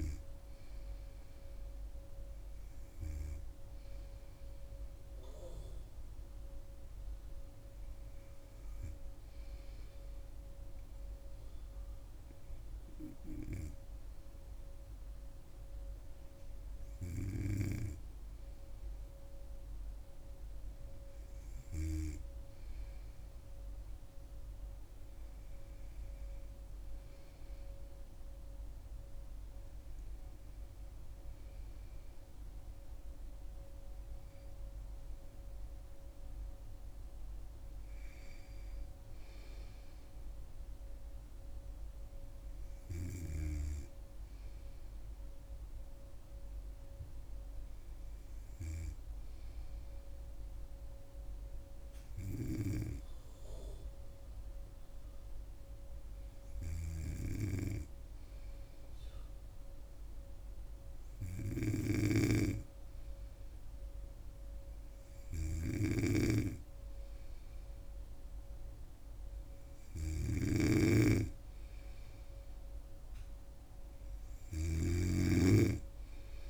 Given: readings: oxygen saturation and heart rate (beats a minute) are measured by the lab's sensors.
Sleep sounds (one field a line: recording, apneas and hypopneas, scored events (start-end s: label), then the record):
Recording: breathing in sleep by a room microphone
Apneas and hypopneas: 2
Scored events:
10.00-22.00 s: hypopnea (oxygen 98% before, 95% lowest, heart rate 73 before, 71 extreme, up 5 after)
35.50-38.50 s: arousal
50.00-68.00 s: hypopnea (oxygen 98% before, 95% lowest, heart rate 77 before, 71 extreme, up 4 after)
62.00-76.50 s: snoring (device-marked)
69.00-76.50 s: new sleep stage, awake
From the record:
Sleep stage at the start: N2 (light sleep)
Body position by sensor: on the back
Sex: female